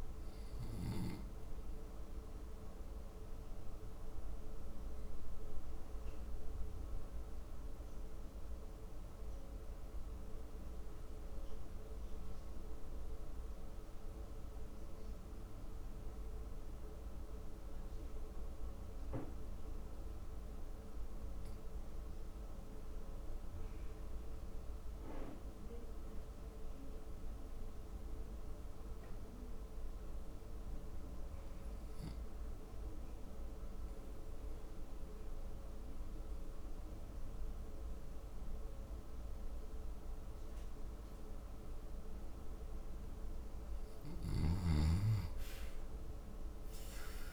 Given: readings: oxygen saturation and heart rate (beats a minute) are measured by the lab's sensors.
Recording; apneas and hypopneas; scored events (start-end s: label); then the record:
breathing in sleep, hard to hear, by a room microphone; 1
0.00-21.00 s: oxygen desaturation (device-marked, oxygen 91% lowest, heart rate 54 extreme)
3.00-42.50 s: mixed apnea (oxygen 97% before, 72% lowest, heart rate 71 before, 54 extreme, up 16 after)
28.00-47.33 s: oxygen desaturation (device-marked, oxygen 95% before, 72% lowest, heart rate 64 before, 54 extreme)
46.00-47.33 s: arousal
From the record:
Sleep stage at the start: REM sleep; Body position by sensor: on the back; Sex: male